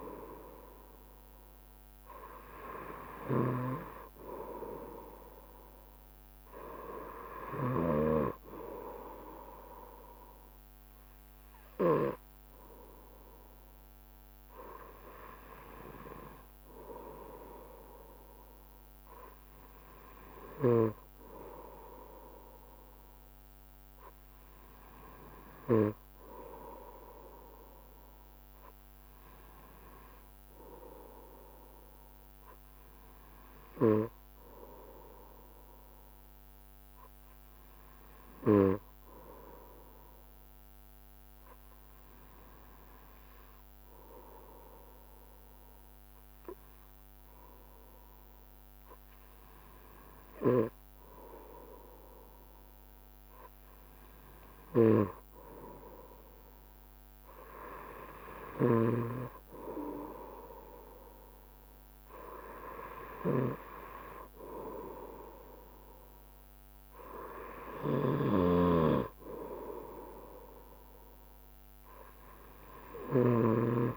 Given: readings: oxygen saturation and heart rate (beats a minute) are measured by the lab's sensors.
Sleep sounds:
breathing in sleep by a microphone on the trachea; 1
0.00-8.00 s: snoring (device-marked)
23.00-53.00 s: obstructive apnea (oxygen 95% before, 94% lowest, heart rate 71 before, 67 extreme, up 4 after)
55.00-58.50 s: arousal
68.00-73.50 s: snoring (device-marked)
From the record:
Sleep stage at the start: N2 (light sleep); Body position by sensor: on the right side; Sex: male

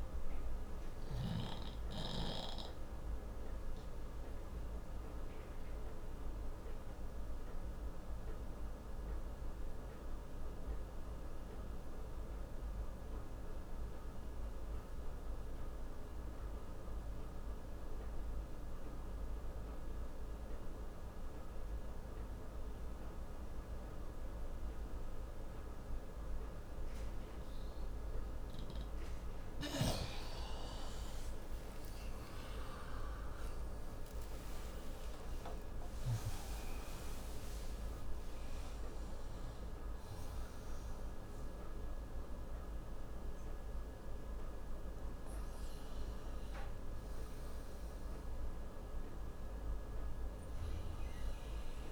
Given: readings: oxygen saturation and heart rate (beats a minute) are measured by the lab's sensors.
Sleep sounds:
breathing in sleep, hard to hear, by a room microphone; 1
0.00-19.00 s: oxygen desaturation (device-marked, oxygen 91% lowest)
3.00-29.50 s: obstructive apnea (oxygen 97% before, 91% lowest)
32.00-37.00 s: arousal
42.00-51.92 s: oxygen desaturation (device-marked, oxygen 96% before, 91% lowest, heart rate 95 before, 57 extreme)
From the record:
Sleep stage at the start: N2 (light sleep); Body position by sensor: on the left side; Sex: male

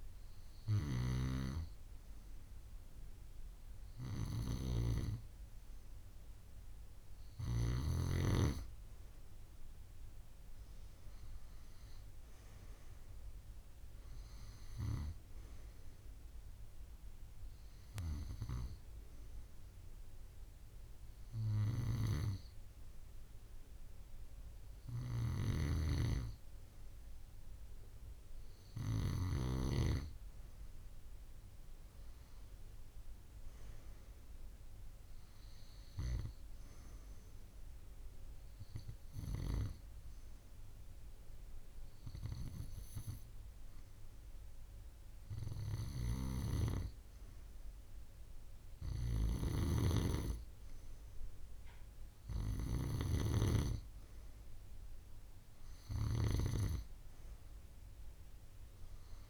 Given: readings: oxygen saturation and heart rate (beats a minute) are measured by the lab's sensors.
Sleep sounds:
breathing in sleep by a room microphone; none
16.50-18.50 s: long interval between heartbeats (device-marked)
From the record:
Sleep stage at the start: N2 (light sleep); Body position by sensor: on the right side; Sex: female

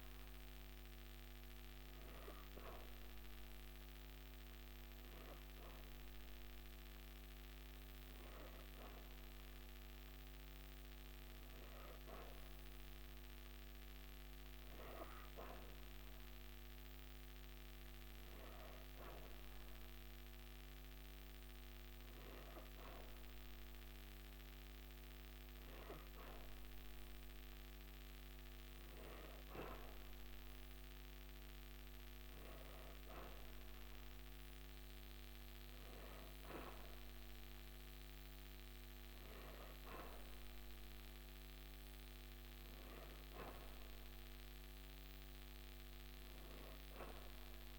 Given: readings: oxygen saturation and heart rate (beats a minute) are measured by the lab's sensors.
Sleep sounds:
breathing in sleep, hard to hear, by a microphone on the trachea; none
none scored
From the record:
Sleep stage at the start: N3 (deep sleep); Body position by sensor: on the back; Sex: female

